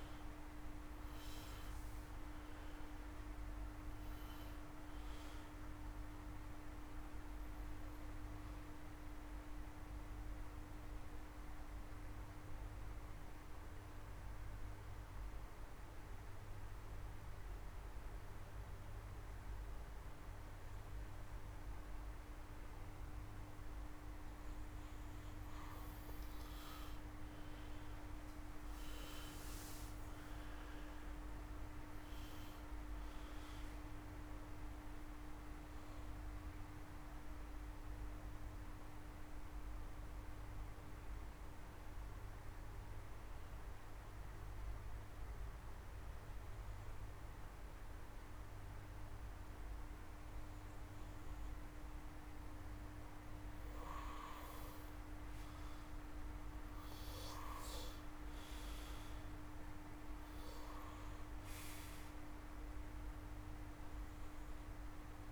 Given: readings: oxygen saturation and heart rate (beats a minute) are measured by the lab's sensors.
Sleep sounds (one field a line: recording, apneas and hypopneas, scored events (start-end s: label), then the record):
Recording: breathing in sleep, hard to hear, by a room microphone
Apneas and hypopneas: 2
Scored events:
0.00-9.50 s: oxygen desaturation (device-marked, oxygen 89% lowest)
9.50-23.00 s: obstructive apnea (oxygen 98% before, 89% lowest)
26.50-30.00 s: arousal
29.50-36.50 s: oxygen desaturation (device-marked, oxygen 97% before, 89% lowest)
40.00-50.50 s: obstructive apnea (oxygen 97% before, 88% lowest)
53.50-57.50 s: arousal
57.50-65.32 s: oxygen desaturation (device-marked, oxygen 96% before, 89% lowest)
From the record:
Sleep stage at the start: N2 (light sleep)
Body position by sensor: on the back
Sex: male